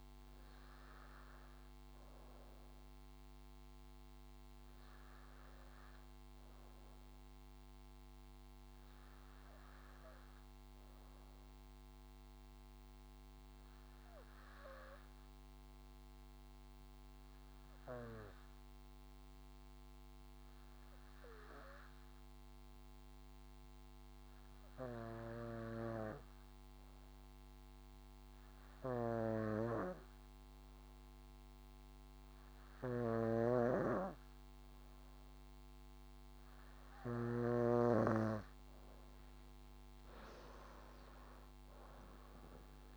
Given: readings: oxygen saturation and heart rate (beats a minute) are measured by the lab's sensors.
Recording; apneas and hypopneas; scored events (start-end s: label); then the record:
breathing in sleep by a microphone on the trachea; 1
9.50-34.50 s: obstructive apnea (oxygen 97% before, 91% lowest, heart rate 67 before, 64 extreme, up 8 after)
23.00-42.97 s: oxygen desaturation (device-marked, oxygen 96% before, 91% lowest, heart rate 69 before, 64 extreme)
33.00-38.00 s: snoring (device-marked)
39.00-42.50 s: arousal
From the record:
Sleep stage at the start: N2 (light sleep); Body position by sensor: on the back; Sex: female